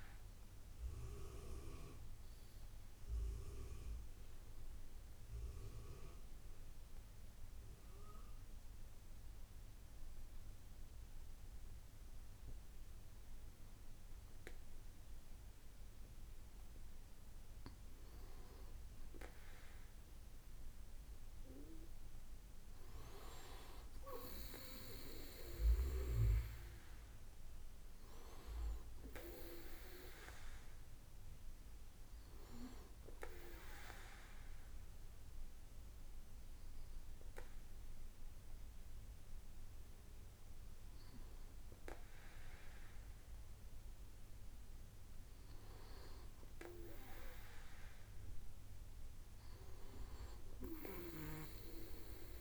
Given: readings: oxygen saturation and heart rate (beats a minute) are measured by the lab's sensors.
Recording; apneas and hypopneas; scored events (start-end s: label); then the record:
breathing in sleep by a room microphone; 2
0.00-2.00 s: arousal
6.50-17.00 s: hypopnea (oxygen 97% before, 97% lowest, heart rate 69 before, 65 extreme, up 5 after)
20.50-25.00 s: arousal
32.00-42.50 s: hypopnea (oxygen 98% before, 96% lowest, heart rate 68 before, 64 extreme, up 5 after)
45.50-49.50 s: arousal
From the record:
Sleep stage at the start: N2 (light sleep); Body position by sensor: on the right side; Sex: male